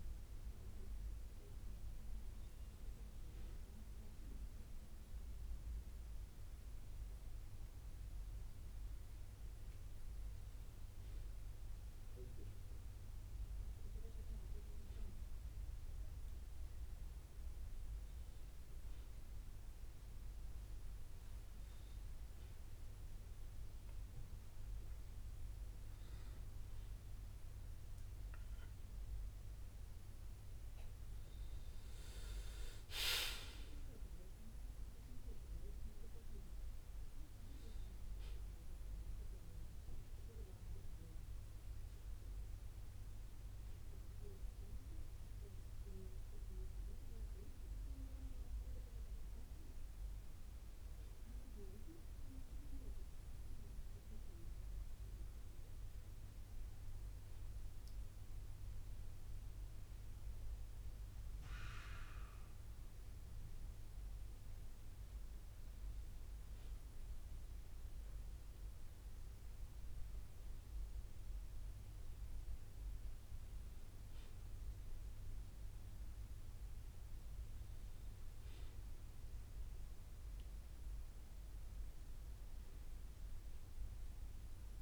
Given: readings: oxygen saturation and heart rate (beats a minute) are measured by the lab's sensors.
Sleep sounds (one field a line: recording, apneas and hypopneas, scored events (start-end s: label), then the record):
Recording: breathing in sleep, hard to hear, by a room microphone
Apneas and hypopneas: none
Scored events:
23.50-28.00 s: arousal
From the record:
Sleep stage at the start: N1 (lightest sleep)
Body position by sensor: on the back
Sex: male